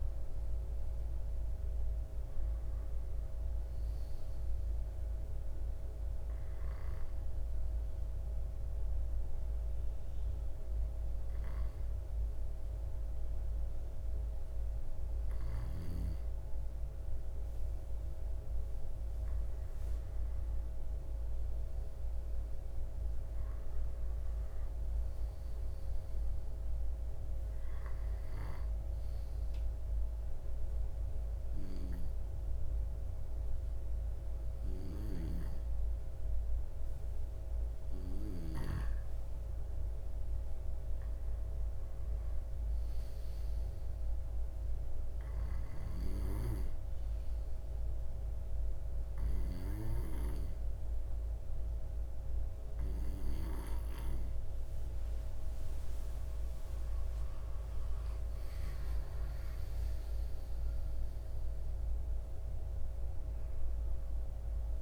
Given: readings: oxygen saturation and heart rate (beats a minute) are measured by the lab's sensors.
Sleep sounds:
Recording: breathing in sleep by a room microphone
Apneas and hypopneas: 3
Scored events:
0.00-1.00 s: arousal
6.00-18.50 s: hypopnea (oxygen 96% before, 93% lowest)
20.00-23.00 s: arousal
29.50-39.50 s: obstructive apnea (oxygen 96% before, 93% lowest)
42.00-45.00 s: arousal
47.00-57.50 s: hypopnea (oxygen 96% before, 93% lowest)
59.00-63.50 s: arousal
From the record:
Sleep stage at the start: N2 (light sleep)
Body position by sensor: on the back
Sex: male

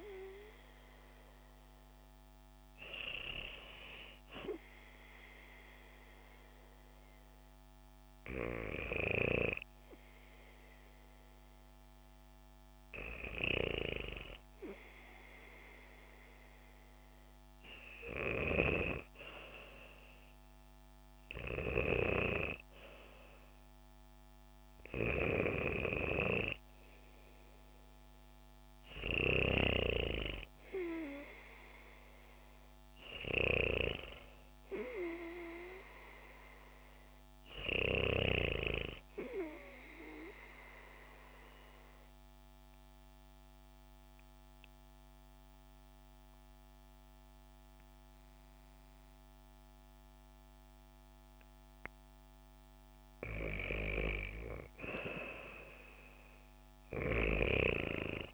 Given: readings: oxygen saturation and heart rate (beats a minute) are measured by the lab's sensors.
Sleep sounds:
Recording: breathing in sleep by a microphone on the trachea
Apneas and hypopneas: 2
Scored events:
5.50-26.50 s: hypopnea (oxygen 98% before, 94% lowest, heart rate 77 before, 68 extreme, up 4 after)
21.00-29.50 s: snoring (device-marked)
28.50-31.50 s: arousal
39.50-52.00 s: obstructive apnea (oxygen 98% before, 93% lowest, heart rate 72 before, 68 extreme, up 7 after)
55.00-58.34 s: arousal
From the record:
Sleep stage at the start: N2 (light sleep)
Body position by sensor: on the back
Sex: female

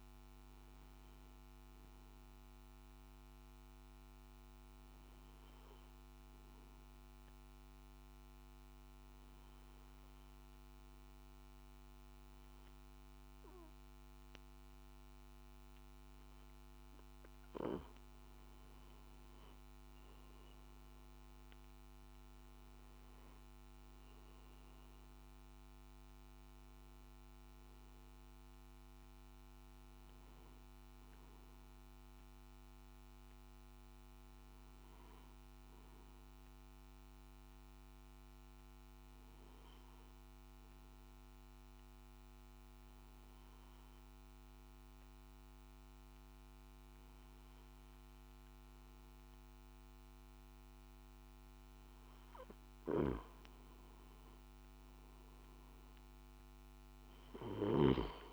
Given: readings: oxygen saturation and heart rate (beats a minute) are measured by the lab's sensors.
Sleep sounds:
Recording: breathing in sleep, hard to hear, by a microphone on the trachea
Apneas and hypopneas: 2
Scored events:
6.50-18.00 s: obstructive apnea (oxygen 97% before, 92% lowest, heart rate 57 before, 56 extreme, up 11 after)
19.50-23.50 s: arousal
24.50-46.50 s: oxygen desaturation (device-marked, oxygen 96% before, 92% lowest, heart rate 58 before, 55 extreme)
39.00-53.50 s: obstructive apnea (oxygen 96% before, 92% lowest, heart rate 61 before, 55 extreme, up 7 after)
From the record:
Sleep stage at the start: N2 (light sleep)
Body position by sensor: on the back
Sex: male

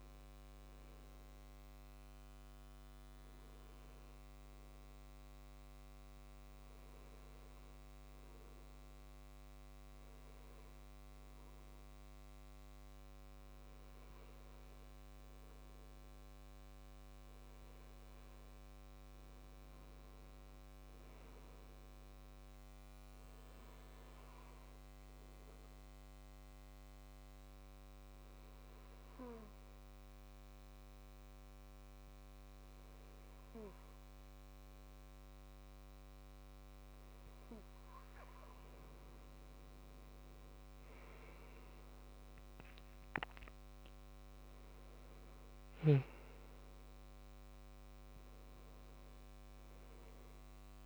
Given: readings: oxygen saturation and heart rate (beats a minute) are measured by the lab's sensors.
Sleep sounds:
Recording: breathing in sleep, hard to hear, by a microphone on the trachea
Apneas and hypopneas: 2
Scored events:
2.50-15.50 s: hypopnea (oxygen 98% before, 96% lowest, heart rate 69 before, 64 extreme, up 4 after)
18.50-21.50 s: arousal
25.00-37.50 s: obstructive apnea (oxygen 98% before, 96% lowest, heart rate 68 before, 62 extreme, up 12 after)
40.50-45.00 s: arousal
From the record:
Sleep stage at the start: N2 (light sleep)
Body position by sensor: on the back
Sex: male

